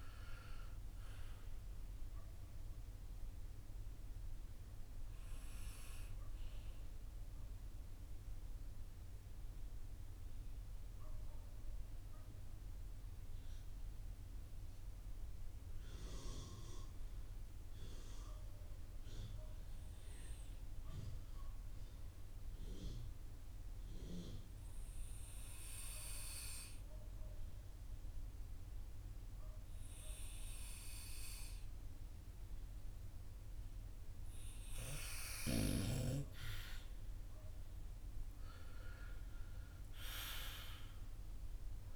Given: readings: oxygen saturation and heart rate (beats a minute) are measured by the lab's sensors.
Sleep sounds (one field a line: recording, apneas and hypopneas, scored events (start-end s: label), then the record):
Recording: breathing in sleep by a room microphone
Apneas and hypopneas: 1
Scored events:
7.50-36.00 s: mixed apnea (oxygen 97% before, 92% lowest, heart rate 56 before, 46 extreme, up 13 after)
37.50-41.96 s: arousal
From the record:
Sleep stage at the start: N2 (light sleep)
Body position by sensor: on the back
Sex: male